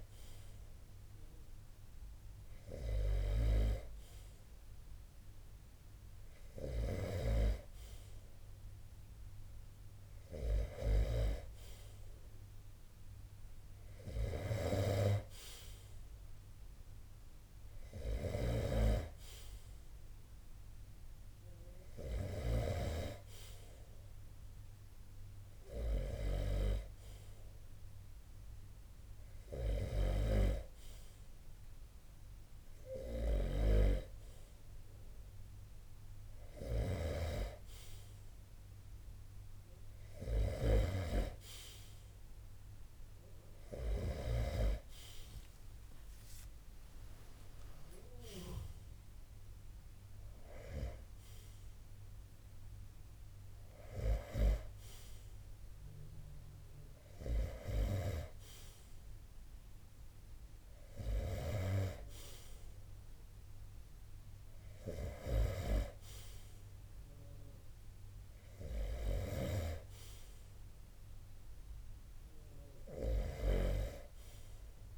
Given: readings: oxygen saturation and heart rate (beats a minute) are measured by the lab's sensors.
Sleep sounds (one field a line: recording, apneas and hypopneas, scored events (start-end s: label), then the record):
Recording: breathing in sleep by a room microphone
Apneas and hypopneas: none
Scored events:
13.50-21.50 s: snoring (device-marked)
28.50-43.50 s: snoring (device-marked)
68.00-74.98 s: snoring (device-marked)
From the record:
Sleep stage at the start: N2 (light sleep)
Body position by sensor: on the right side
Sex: male